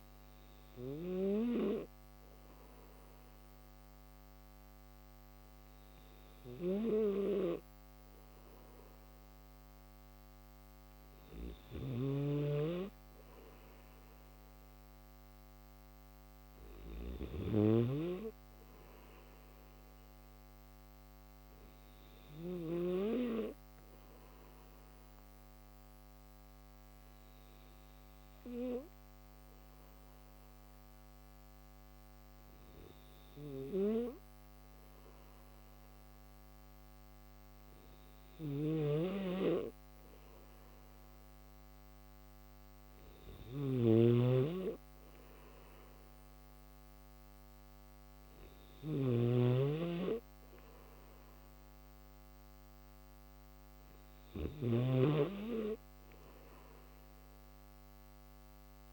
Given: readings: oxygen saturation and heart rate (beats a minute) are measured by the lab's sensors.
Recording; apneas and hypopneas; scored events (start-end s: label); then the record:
breathing in sleep by a microphone on the trachea; 1
0.00-11.00 s: oxygen desaturation (device-marked, oxygen 92% lowest, heart rate 74 extreme)
11.00-22.50 s: snoring (device-marked)
24.50-37.00 s: obstructive apnea (oxygen 93% before, 91% lowest, heart rate 77 before, 76 extreme, up 3 after)
38.00-58.93 s: snoring (device-marked)
From the record:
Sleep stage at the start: N1 (lightest sleep); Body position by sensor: on the back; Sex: male